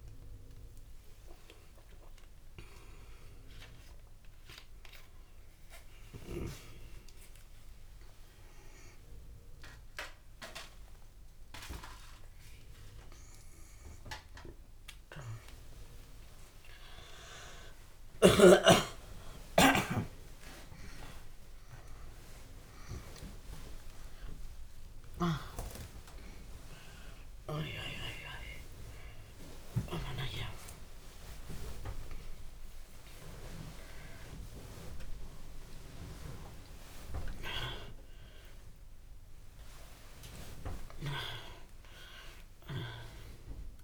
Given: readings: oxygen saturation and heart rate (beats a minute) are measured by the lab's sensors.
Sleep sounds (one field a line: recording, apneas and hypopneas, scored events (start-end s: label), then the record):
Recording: a person awake in a sleep study, by a room microphone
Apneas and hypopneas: none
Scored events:
0.00-2.50 s: oxygen desaturation (device-marked, oxygen 89% lowest)
31.50-43.84 s: new sleep stage, N1 (lightest sleep)
From the record:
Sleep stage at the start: awake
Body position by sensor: on the back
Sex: female